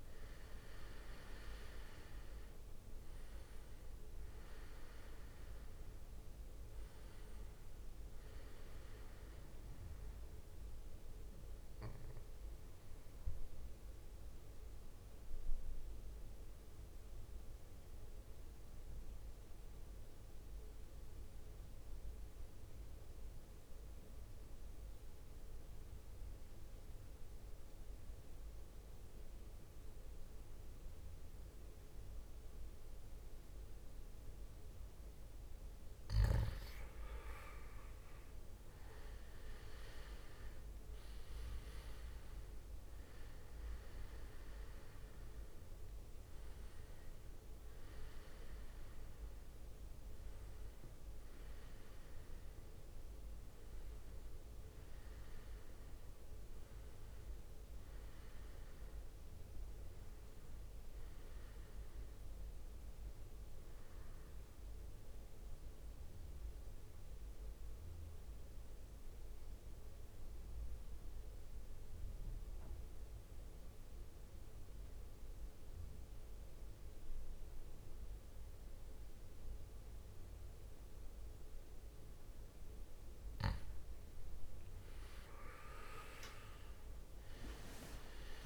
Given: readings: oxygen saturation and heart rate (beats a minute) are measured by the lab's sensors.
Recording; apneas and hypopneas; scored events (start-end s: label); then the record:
breathing in sleep, hard to hear, by a room microphone; 2
0.00-13.50 s: drop in pulse transit time (device-marked, heart rate 61 extreme)
0.00-16.50 s: oxygen desaturation (device-marked, oxygen 89% lowest, heart rate 53 extreme)
13.00-35.00 s: mixed apnea (oxygen 99% before, 90% lowest, heart rate 68 before, 53 extreme, up 12 after)
36.50-57.50 s: oxygen desaturation (device-marked, oxygen 98% before, 90% lowest, heart rate 58 before, 53 extreme)
38.00-42.50 s: arousal
38.50-51.50 s: drop in pulse transit time (device-marked, heart rate 59 before, 65 extreme)
64.50-83.50 s: mixed apnea (oxygen 98% before, 92% lowest, heart rate 65 before, 53 extreme, up 17 after)
81.50-88.46 s: oxygen desaturation (device-marked, oxygen 98% before, 92% lowest, heart rate 59 before, 56 extreme)
85.00-88.46 s: leg movement (device-marked)
86.00-88.46 s: arousal
From the record:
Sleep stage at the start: N2 (light sleep); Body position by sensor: on the back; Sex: male